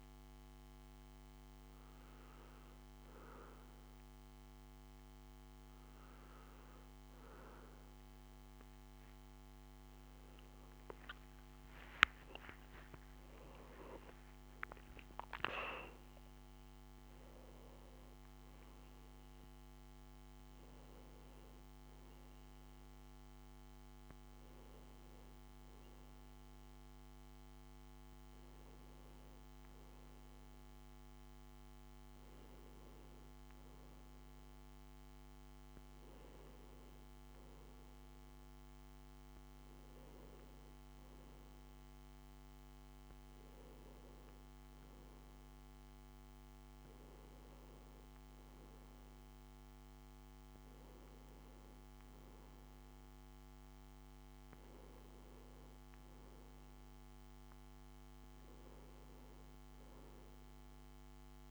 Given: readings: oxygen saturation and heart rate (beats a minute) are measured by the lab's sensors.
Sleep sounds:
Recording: breathing in sleep, hard to hear, by a microphone on the trachea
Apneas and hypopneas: none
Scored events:
48.50-61.50 s: new sleep stage, N2 (light sleep)
From the record:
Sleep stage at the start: N1 (lightest sleep)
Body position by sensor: on the back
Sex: male

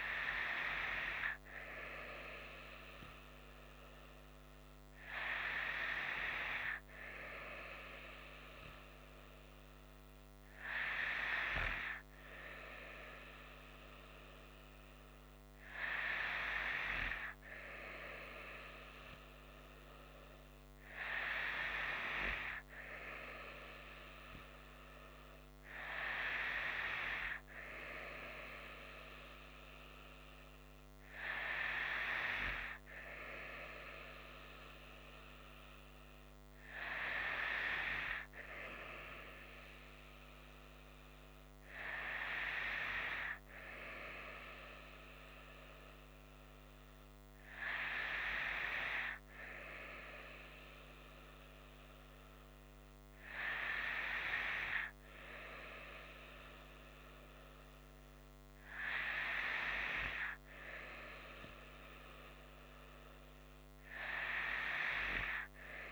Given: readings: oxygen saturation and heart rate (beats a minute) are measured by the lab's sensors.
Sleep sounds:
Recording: breathing in sleep by a microphone on the trachea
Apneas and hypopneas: none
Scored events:
none scored
From the record:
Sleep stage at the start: N2 (light sleep)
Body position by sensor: on the right side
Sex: female

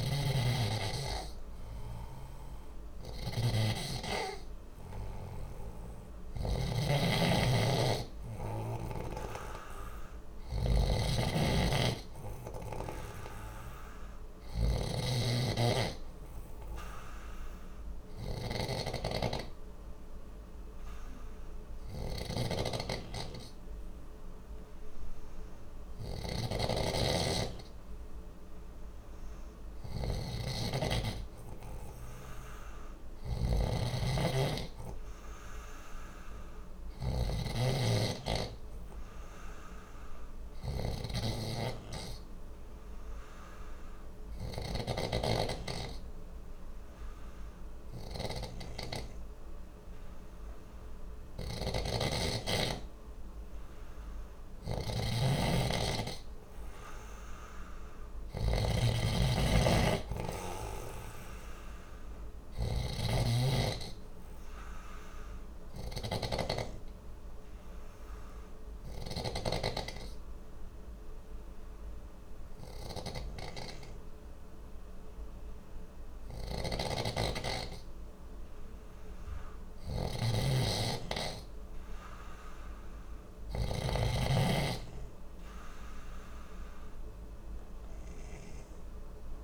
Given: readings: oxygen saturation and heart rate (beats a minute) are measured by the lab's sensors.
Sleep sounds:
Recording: breathing in sleep by a room microphone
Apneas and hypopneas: 3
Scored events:
0.00-69.00 s: snoring (device-marked)
14.00-28.50 s: obstructive apnea (oxygen 97% before, 93% lowest, heart rate 60 before, 59 extreme, up 1 after)
31.50-34.50 s: arousal
41.00-53.50 s: obstructive apnea (oxygen 94% before, 93% lowest, heart rate 60 before, 60 extreme, up 0 after)
56.00-59.00 s: arousal
65.00-79.00 s: obstructive apnea (oxygen 95% before, 93% lowest, heart rate 60 before, 59 extreme, up 2 after)
76.00-83.50 s: snoring (device-marked)
82.50-86.00 s: arousal
From the record:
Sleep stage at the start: N2 (light sleep)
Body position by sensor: on the left side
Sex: male

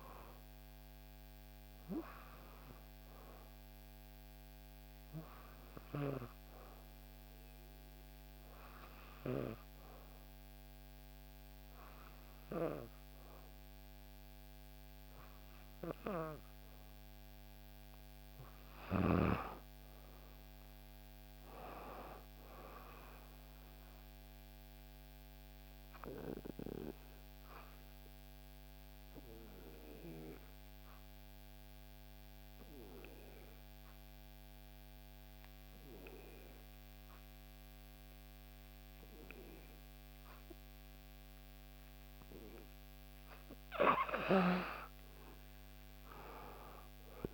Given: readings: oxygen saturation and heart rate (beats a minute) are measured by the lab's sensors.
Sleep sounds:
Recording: breathing in sleep by a microphone on the trachea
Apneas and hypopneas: 2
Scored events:
0.00-9.00 s: oxygen desaturation (device-marked, oxygen 93% lowest, heart rate 59 extreme)
5.50-16.50 s: obstructive apnea (oxygen 96% before, 88% lowest, heart rate 61 before, 59 extreme, up 4 after)
19.00-22.00 s: arousal
24.00-42.50 s: obstructive apnea (oxygen 95% before, 88% lowest, heart rate 60 before, 59 extreme, up 6 after)
45.50-47.34 s: arousal
From the record:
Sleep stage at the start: N2 (light sleep)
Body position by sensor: on the back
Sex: female

